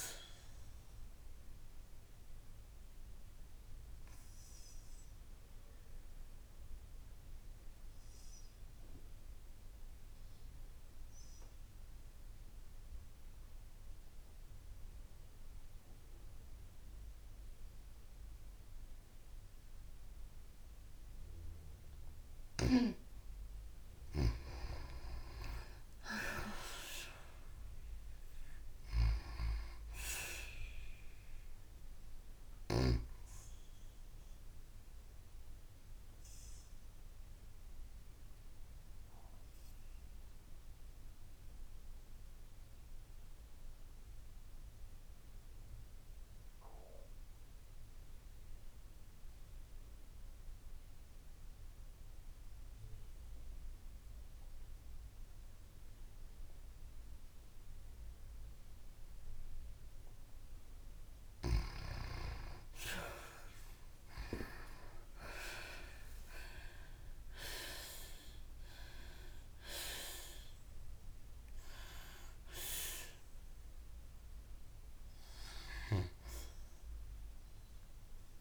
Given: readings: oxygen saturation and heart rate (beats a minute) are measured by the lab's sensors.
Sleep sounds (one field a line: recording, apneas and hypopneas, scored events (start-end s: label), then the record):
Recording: breathing in sleep by a room microphone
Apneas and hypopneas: 2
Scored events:
0.00-10.50 s: oxygen desaturation (device-marked, oxygen 87% lowest, heart rate 54 extreme)
3.00-22.00 s: obstructive apnea (oxygen 95% before, 88% lowest, heart rate 56 before, 54 extreme, up 15 after)
24.50-27.50 s: arousal
36.00-59.50 s: obstructive apnea (oxygen 96% before, 86% lowest, heart rate 60 before, 52 extreme, up 45 after)
51.50-56.50 s: oxygen desaturation (device-marked, oxygen 93% before, 90% lowest, heart rate 58 before, 52 extreme)
61.00-64.50 s: arousal
61.50-68.50 s: oxygen desaturation (device-marked, oxygen 95% before, 89% lowest, heart rate 55 before, 55 extreme)
From the record:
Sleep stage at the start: N2 (light sleep)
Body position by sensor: on the back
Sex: female